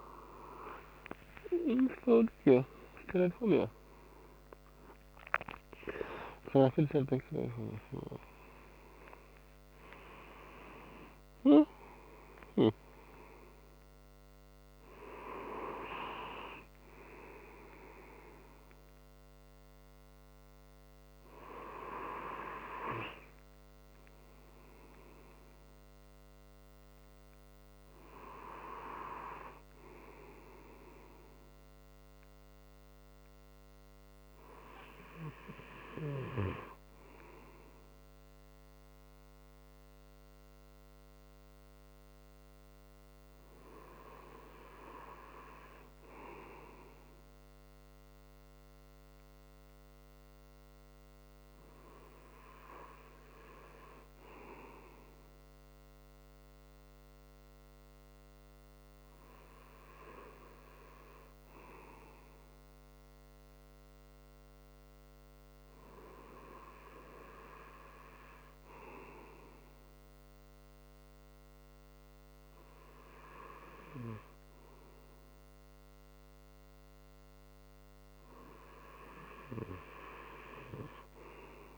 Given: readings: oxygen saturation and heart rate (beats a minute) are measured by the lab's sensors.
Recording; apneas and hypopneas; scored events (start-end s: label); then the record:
breathing in sleep by a microphone on the trachea; none
1.00-7.50 s: arousal
From the record:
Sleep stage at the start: N2 (light sleep); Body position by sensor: on the right side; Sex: male